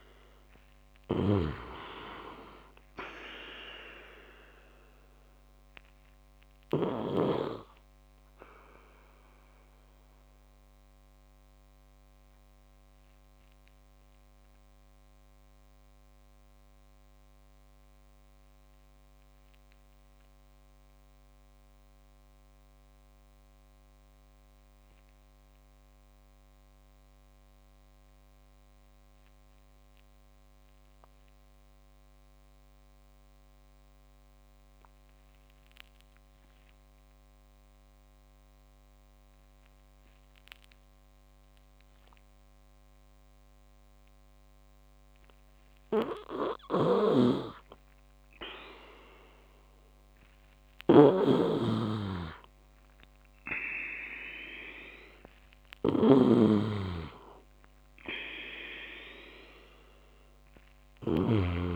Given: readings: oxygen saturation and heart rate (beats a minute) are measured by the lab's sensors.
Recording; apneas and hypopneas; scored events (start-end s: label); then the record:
breathing in sleep by a microphone on the trachea; 1
0.50-6.50 s: snoring (device-marked)
8.00-44.50 s: obstructive apnea (oxygen 99% before, 94% lowest)
46.00-61.00 s: snoring (device-marked)
47.00-52.00 s: arousal
From the record:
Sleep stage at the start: N2 (light sleep); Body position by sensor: on the back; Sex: male